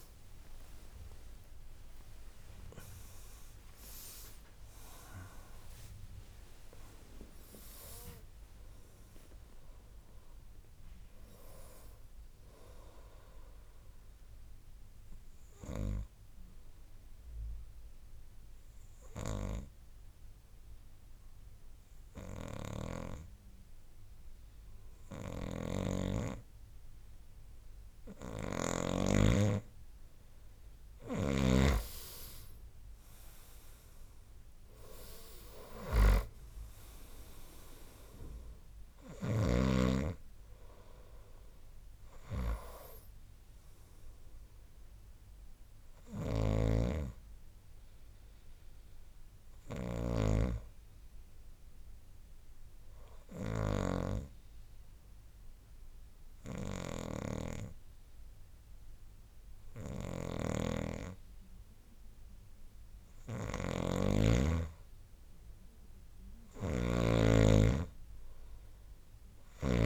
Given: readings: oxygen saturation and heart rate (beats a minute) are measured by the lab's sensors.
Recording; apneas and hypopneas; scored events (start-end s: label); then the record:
breathing in sleep by a room microphone; 2
0.00-24.00 s: oxygen desaturation (device-marked, oxygen 91% lowest, heart rate 56 extreme)
5.50-10.50 s: arousal
16.00-29.00 s: obstructive apnea (oxygen 96% before, 90% lowest, heart rate 80 before, 57 extreme, up 13 after)
25.50-29.00 s: snoring (device-marked)
31.00-34.50 s: arousal
33.00-63.00 s: oxygen desaturation (device-marked, oxygen 98% before, 90% lowest, heart rate 63 before, 58 extreme)
46.50-50.50 s: snoring (device-marked)
53.00-64.50 s: obstructive apnea (oxygen 98% before, 90% lowest, heart rate 64 before, 61 extreme, up 9 after)
60.50-69.86 s: snoring (device-marked)
66.50-69.86 s: arousal
From the record:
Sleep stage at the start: N2 (light sleep); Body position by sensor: on the right side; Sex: male